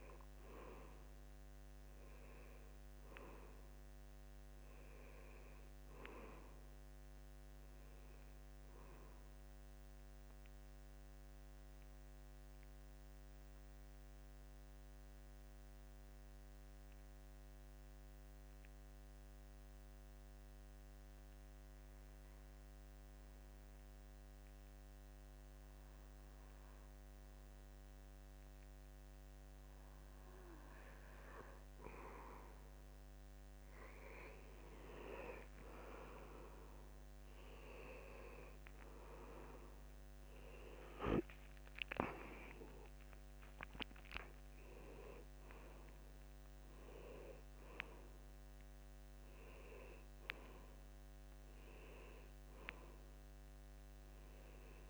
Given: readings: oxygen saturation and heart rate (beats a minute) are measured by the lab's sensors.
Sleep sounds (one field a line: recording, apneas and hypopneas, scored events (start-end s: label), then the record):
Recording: breathing in sleep by a microphone on the trachea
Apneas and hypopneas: 1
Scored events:
0.00-6.50 s: oxygen desaturation (device-marked, oxygen 86% lowest, heart rate 71 extreme)
5.50-8.00 s: arousal
9.50-30.00 s: mixed apnea (oxygen 94% before, 85% lowest, heart rate 79 before, 71 extreme, up 5 after)
28.50-54.90 s: oxygen desaturation (device-marked, oxygen 94% before, 85% lowest, heart rate 74 before, 70 extreme)
35.50-39.50 s: arousal
From the record:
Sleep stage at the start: N2 (light sleep)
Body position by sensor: on the back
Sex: male